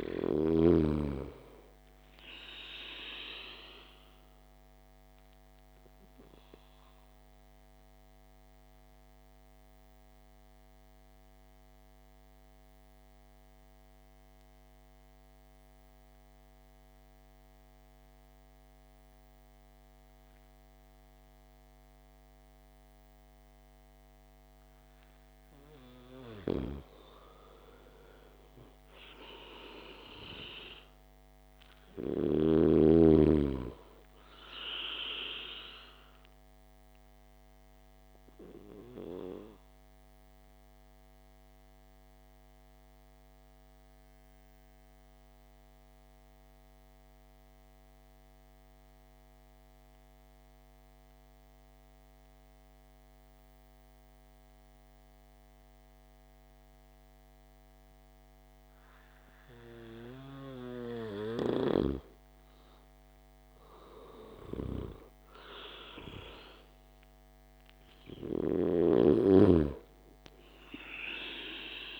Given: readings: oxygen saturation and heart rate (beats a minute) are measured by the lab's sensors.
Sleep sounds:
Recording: breathing in sleep by a microphone on the trachea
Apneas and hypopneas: 2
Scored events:
5.50-26.50 s: mixed apnea (oxygen 99% before, 87% lowest, heart rate 58 before, 51 extreme, up 8 after)
6.00-28.00 s: oxygen desaturation (device-marked, oxygen 97% before, 87% lowest, heart rate 58 before, 51 extreme)
28.50-31.50 s: arousal
37.00-61.50 s: mixed apnea (oxygen 97% before, 85% lowest, heart rate 56 before, 51 extreme, up 10 after)
43.00-61.00 s: oxygen desaturation (device-marked, oxygen 96% before, 87% lowest, heart rate 56 before, 51 extreme)
65.50-68.50 s: arousal
From the record:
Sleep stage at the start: N2 (light sleep)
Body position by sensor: on the back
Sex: male

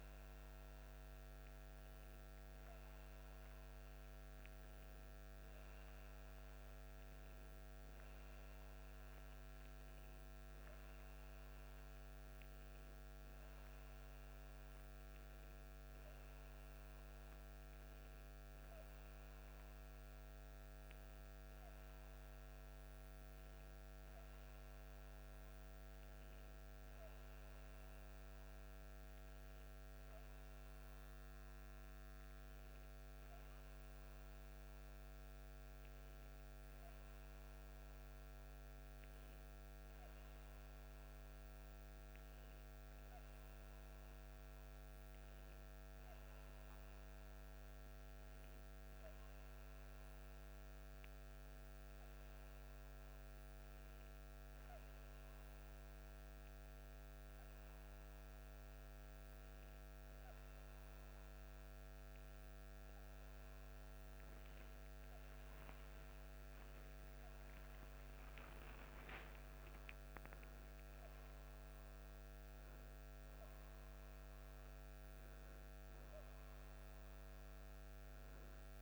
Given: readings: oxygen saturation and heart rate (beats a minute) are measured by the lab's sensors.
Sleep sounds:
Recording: breathing in sleep, hard to hear, by a microphone on the trachea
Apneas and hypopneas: none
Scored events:
none scored
From the record:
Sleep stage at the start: N2 (light sleep)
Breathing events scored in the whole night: 47 in 4.1 hours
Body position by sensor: on the back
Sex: male

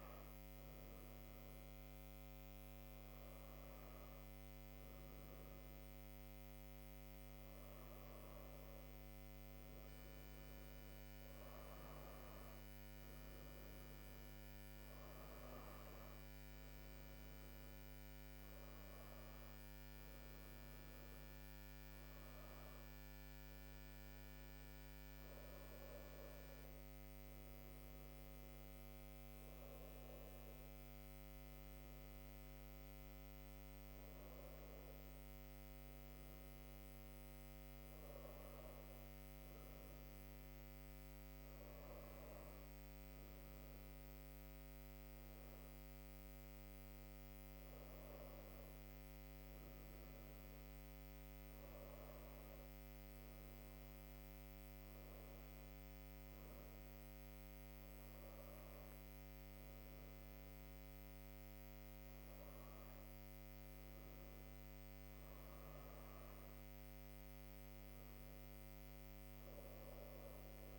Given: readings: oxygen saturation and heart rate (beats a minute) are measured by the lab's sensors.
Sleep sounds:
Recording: breathing in sleep, hard to hear, by a microphone on the trachea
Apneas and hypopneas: none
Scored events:
24.50-29.50 s: arousal
From the record:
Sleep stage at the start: N2 (light sleep)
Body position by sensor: on the right side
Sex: female

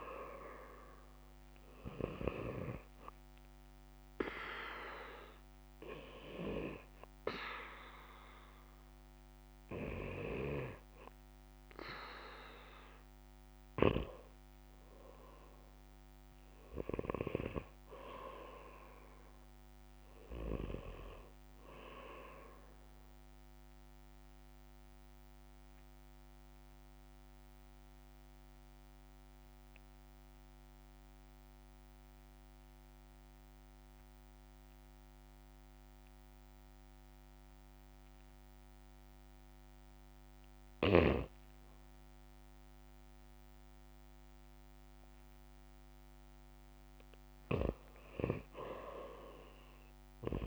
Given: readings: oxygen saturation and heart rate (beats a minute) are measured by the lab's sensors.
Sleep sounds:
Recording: breathing in sleep by a microphone on the trachea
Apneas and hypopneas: 2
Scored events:
0.00-15.00 s: oxygen desaturation (device-marked, oxygen 90% lowest, heart rate 63 extreme)
3.00-13.00 s: hypopnea (oxygen 96% before, 84% lowest, heart rate 70 before, 63 extreme, up 7 after)
25.00-46.00 s: obstructive apnea (oxygen 96% before, 84% lowest, heart rate 67 before, 59 extreme)
43.00-50.47 s: oxygen desaturation (device-marked, oxygen 96% before, 84% lowest, heart rate 67 before, 59 extreme)
47.50-50.47 s: arousal
From the record:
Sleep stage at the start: N2 (light sleep)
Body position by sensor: on the back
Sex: male

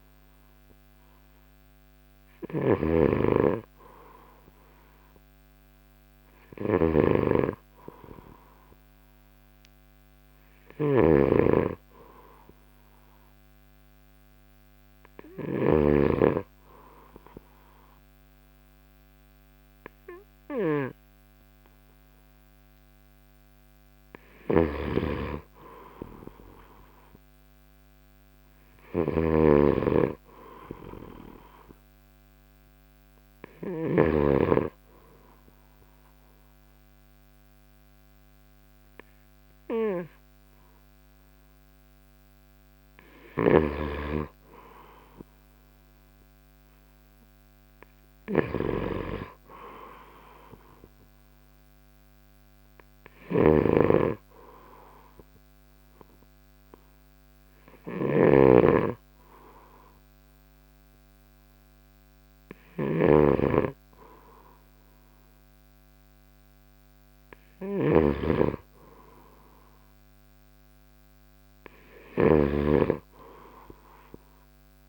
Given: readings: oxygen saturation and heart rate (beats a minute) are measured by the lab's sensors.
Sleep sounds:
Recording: breathing in sleep by a microphone on the trachea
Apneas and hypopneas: none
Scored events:
0.00-16.00 s: snoring (device-marked)
24.50-34.50 s: snoring (device-marked)
43.50-74.89 s: snoring (device-marked)
From the record:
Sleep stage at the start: N3 (deep sleep)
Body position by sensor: on the right side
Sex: male

